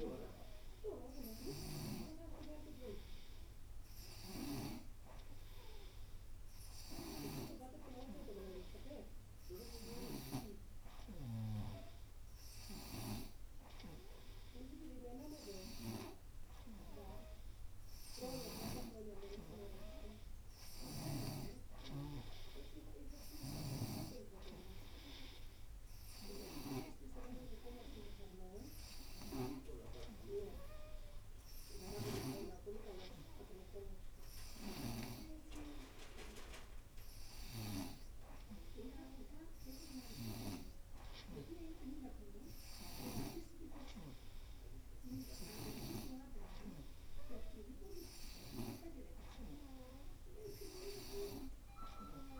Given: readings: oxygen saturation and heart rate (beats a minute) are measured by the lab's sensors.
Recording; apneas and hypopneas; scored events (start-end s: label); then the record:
breathing in sleep by a room microphone; none
none scored
From the record:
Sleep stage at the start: N2 (light sleep); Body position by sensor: on the right side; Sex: female